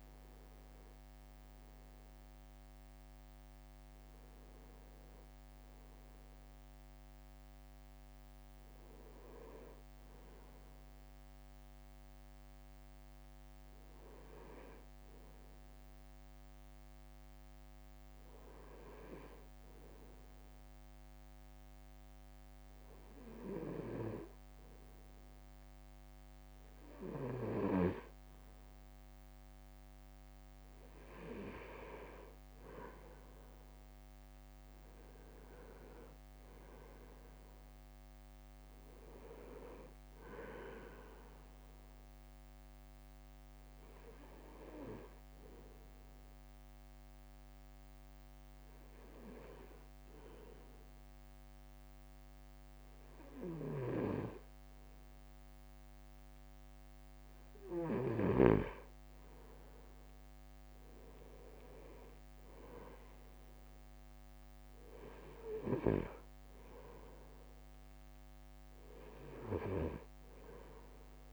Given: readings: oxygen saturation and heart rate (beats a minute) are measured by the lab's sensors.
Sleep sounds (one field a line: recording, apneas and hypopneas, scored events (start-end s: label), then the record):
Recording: breathing in sleep by a microphone on the trachea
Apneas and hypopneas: 2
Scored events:
0.00-9.00 s: drop in pulse transit time (device-marked, heart rate 52 extreme)
14.50-27.00 s: hypopnea (oxygen 98% before, 96% lowest, heart rate 56 before, 55 extreme, up 3 after)
30.50-34.50 s: arousal
33.50-36.50 s: leg movement (device-marked)
45.00-57.50 s: hypopnea (oxygen 98% before, 96% lowest, heart rate 58 before, 54 extreme, up 3 after)
54.00-59.00 s: snoring (device-marked)
60.00-64.00 s: leg movement (device-marked)
60.00-71.00 s: drop in pulse transit time (device-marked, heart rate 57 before, 54 extreme)
61.00-64.50 s: arousal
From the record:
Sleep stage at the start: N2 (light sleep)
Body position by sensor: on the right side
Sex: male